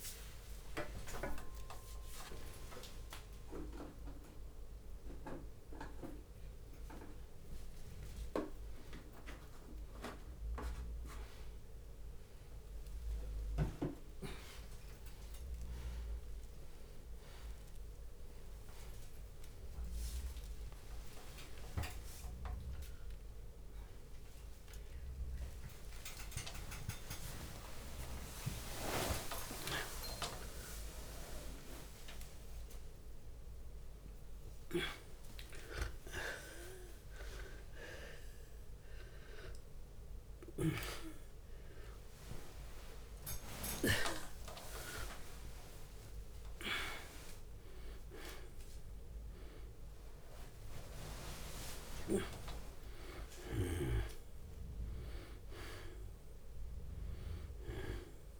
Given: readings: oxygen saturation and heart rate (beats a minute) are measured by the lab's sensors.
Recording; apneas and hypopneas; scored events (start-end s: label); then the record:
a person awake in a sleep study, by a room microphone; none
0.00-2.00 s: drop in pulse transit time (device-marked, heart rate 100 extreme)
0.00-2.00 s: long interval between heartbeats (device-marked, heart rate 108 before, 128 extreme)
0.00-8.00 s: tachycardia (device-marked, heart rate 164 extreme)
3.50-5.50 s: long interval between heartbeats (device-marked, heart rate 111 before, 158 extreme)
6.50-8.50 s: long interval between heartbeats (device-marked, heart rate 115 before, 145 extreme)
9.00-11.00 s: long interval between heartbeats (device-marked, heart rate 120 before, 111 extreme)
13.00-15.00 s: long interval between heartbeats (device-marked, heart rate 124 before, 90 extreme)
18.00-24.00 s: tachycardia (device-marked, heart rate 87 before, 122 extreme)
20.00-22.00 s: long interval between heartbeats (device-marked, heart rate 117 before, 90 extreme)
20.00-30.00 s: drop in pulse transit time (device-marked, heart rate 117 before, 90 extreme)
22.00-24.00 s: long interval between heartbeats (device-marked, heart rate 114 before, 120 extreme)
24.00-26.00 s: long interval between heartbeats (device-marked, heart rate 111 before, 130 extreme)
26.00-38.00 s: tachycardia (device-marked, heart rate 88 before, 158 extreme)
29.50-31.50 s: long interval between heartbeats (device-marked, heart rate 103 before, 122 extreme)
32.00-34.00 s: long interval between heartbeats (device-marked, heart rate 105 before, 142 extreme)
40.00-49.00 s: drop in pulse transit time (device-marked, heart rate 130 before, 83 extreme)
42.00-54.00 s: tachycardia (device-marked, heart rate 89 before, 135 extreme)
51.00-53.00 s: long interval between heartbeats (device-marked, heart rate 124 before, 129 extreme)
From the record:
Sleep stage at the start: awake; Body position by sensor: on the back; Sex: male